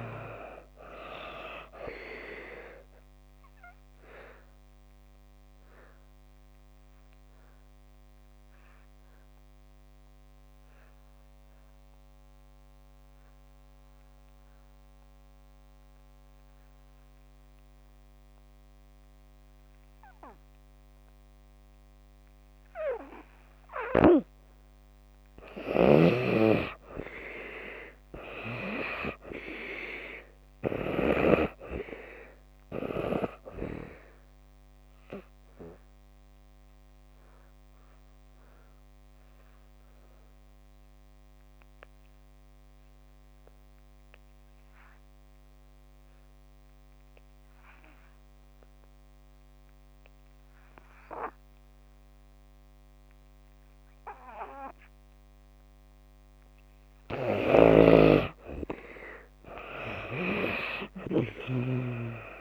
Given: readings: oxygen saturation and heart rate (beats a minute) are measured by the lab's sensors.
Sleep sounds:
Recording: breathing in sleep by a microphone on the trachea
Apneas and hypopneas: 2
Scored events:
0.00-24.00 s: oxygen desaturation (device-marked, oxygen 75% lowest)
3.00-25.00 s: obstructive apnea (oxygen 97% before, 72% lowest)
27.50-30.00 s: arousal
32.00-52.00 s: oxygen desaturation (device-marked, oxygen 96% before, 76% lowest)
34.00-56.00 s: obstructive apnea (oxygen 96% before, 72% lowest)
54.00-62.41 s: oxygen desaturation (device-marked, oxygen 95% before, 72% lowest)
57.50-62.00 s: snoring (device-marked)
59.00-62.41 s: arousal
From the record:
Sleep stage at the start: N2 (light sleep)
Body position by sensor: on the back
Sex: female

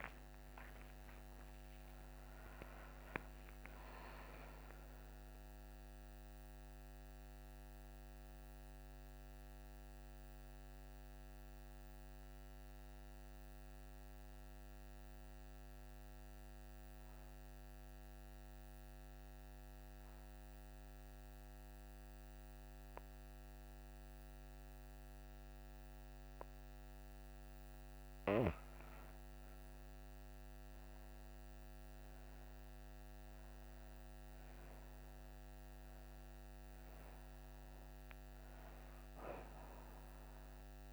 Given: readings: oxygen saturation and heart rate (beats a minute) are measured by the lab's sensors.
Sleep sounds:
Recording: a person partly awake in a sleep study, hard to hear, by a microphone on the trachea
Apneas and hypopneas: 1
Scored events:
0.00-7.00 s: oxygen desaturation (device-marked, oxygen 96% before, 93% lowest)
8.00-40.93 s: new sleep stage, N2 (light sleep)
13.00-24.00 s: oxygen desaturation (device-marked, oxygen 97% before, 93% lowest, heart rate 100 before, 28 extreme)
14.00-27.50 s: obstructive apnea (oxygen 97% before, 91% lowest, heart rate 93 before, 60 extreme, up 41 after)
29.00-33.00 s: arousal
36.00-40.93 s: oxygen desaturation (device-marked, oxygen 99% before, 91% lowest, heart rate 58 before, 60 extreme)
From the record:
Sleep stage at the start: awake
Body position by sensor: on the back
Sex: female

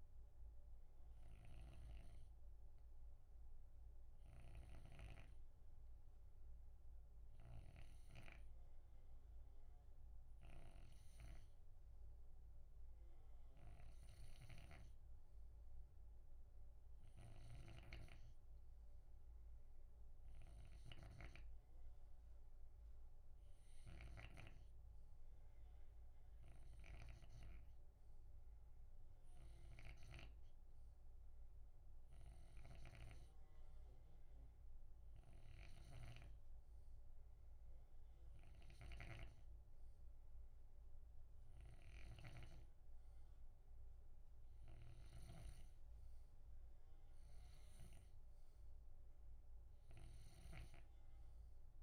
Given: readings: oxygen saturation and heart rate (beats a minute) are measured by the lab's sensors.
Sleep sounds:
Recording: breathing in sleep by a room microphone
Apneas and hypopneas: none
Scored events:
0.00-24.50 s: snoring (device-marked)
26.50-51.83 s: snoring (device-marked)
From the record:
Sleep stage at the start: N2 (light sleep)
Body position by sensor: on the left side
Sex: male

